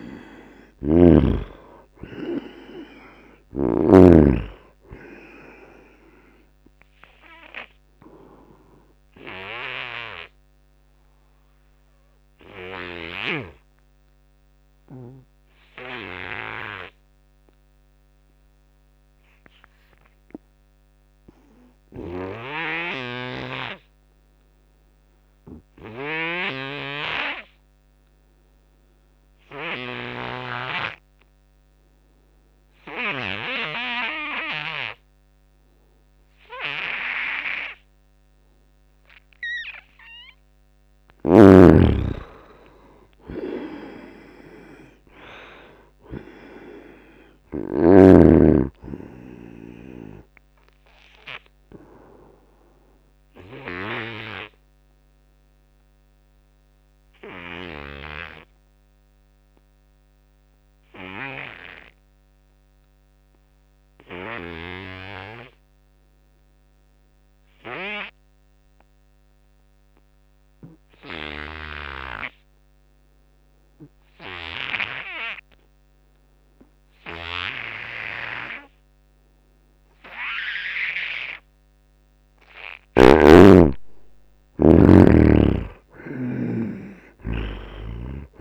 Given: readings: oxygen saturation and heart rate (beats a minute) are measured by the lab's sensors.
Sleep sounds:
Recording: breathing in sleep by a microphone on the trachea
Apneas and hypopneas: 2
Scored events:
0.00-19.50 s: oxygen desaturation (device-marked, oxygen 75% lowest, heart rate 66 extreme)
0.50-4.00 s: snoring (device-marked)
7.50-39.50 s: obstructive apnea (oxygen 97% before, 75% lowest, heart rate 82 before, 66 extreme, up 4 after)
30.50-66.50 s: oxygen desaturation (device-marked, oxygen 98% before, 76% lowest, heart rate 87 before, 66 extreme)
41.00-45.00 s: arousal
51.50-82.00 s: obstructive apnea (oxygen 98% before, 74% lowest, heart rate 76 before, 76 extreme, up 9 after)
68.50-88.41 s: oxygen desaturation (device-marked, oxygen 97% before, 74% lowest, heart rate 86 before, 76 extreme)
84.00-87.50 s: arousal
From the record:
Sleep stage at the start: N2 (light sleep)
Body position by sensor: on the back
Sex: male

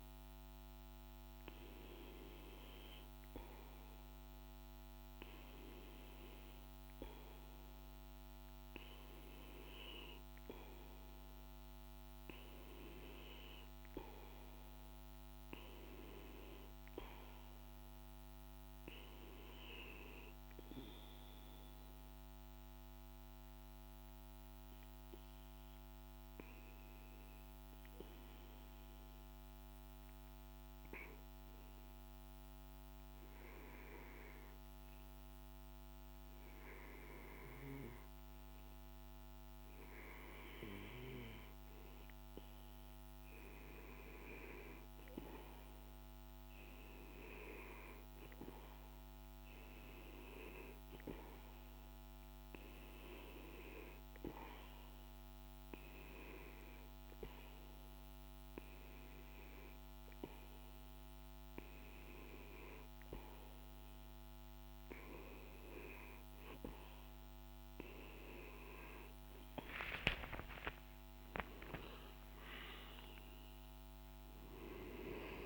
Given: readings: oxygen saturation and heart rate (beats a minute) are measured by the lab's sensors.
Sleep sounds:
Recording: breathing in sleep by a microphone on the trachea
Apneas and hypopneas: 2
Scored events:
0.00-1.00 s: arousal
2.00-5.00 s: oxygen desaturation (device-marked, oxygen 97% before, 95% lowest, heart rate 53 before, 53 extreme)
19.00-30.00 s: obstructive apnea (oxygen 98% before, 89% lowest, heart rate 54 before, 53 extreme, up 1 after)
34.50-39.00 s: arousal
43.00-67.00 s: oxygen desaturation (device-marked, oxygen 93% before, 89% lowest, heart rate 54 before, 55 extreme)
52.50-63.00 s: hypopnea (oxygen 93% before, 89% lowest, heart rate 54 before, 56 extreme, up 13 after)
From the record:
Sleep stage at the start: REM sleep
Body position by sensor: on the back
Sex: male

